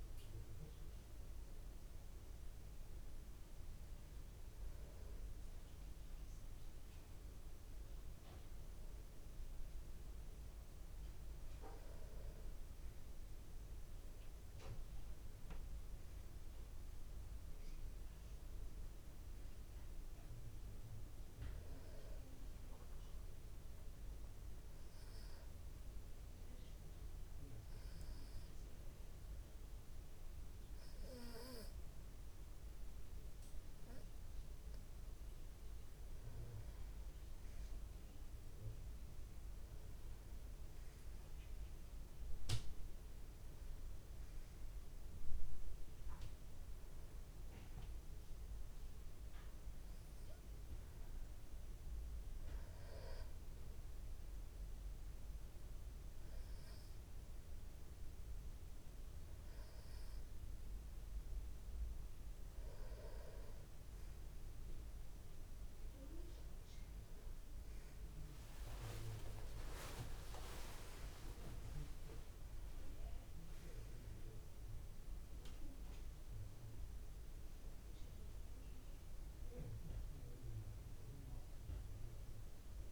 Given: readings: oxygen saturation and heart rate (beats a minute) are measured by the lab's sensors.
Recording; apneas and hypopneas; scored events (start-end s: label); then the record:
breathing in sleep by a room microphone; 1
25.00-36.00 s: hypopnea (oxygen 94% before, 91% lowest, heart rate 55 before, 54 extreme, up 3 after)
37.00-41.50 s: arousal
From the record:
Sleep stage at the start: N2 (light sleep); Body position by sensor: on the back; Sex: male